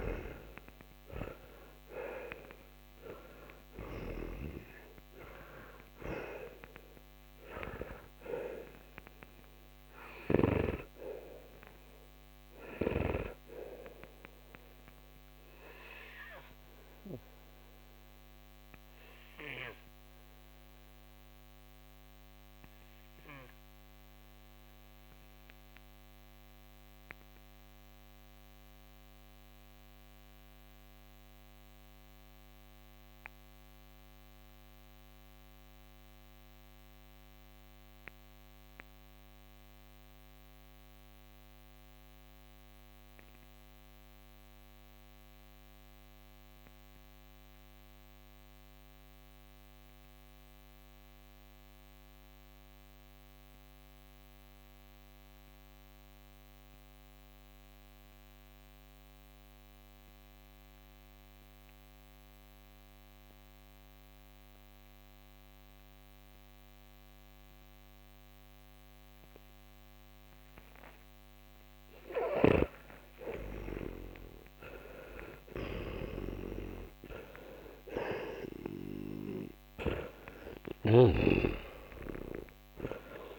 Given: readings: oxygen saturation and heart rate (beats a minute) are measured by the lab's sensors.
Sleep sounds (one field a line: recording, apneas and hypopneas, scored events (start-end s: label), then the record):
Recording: breathing in sleep by a microphone on the trachea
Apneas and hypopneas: 1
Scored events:
0.00-4.00 s: snoring (device-marked)
0.00-31.00 s: oxygen desaturation (device-marked, oxygen 84% lowest, heart rate 39 extreme)
15.00-72.00 s: mixed apnea (oxygen 97% before, 82% lowest, heart rate 61 before, 39 extreme, up 18 after)
65.00-83.39 s: oxygen desaturation (device-marked, oxygen 98% before, 82% lowest, heart rate 52 before, 41 extreme)
72.00-83.39 s: snoring (device-marked)
72.50-78.00 s: arousal
From the record:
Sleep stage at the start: N2 (light sleep)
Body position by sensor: on the back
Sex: male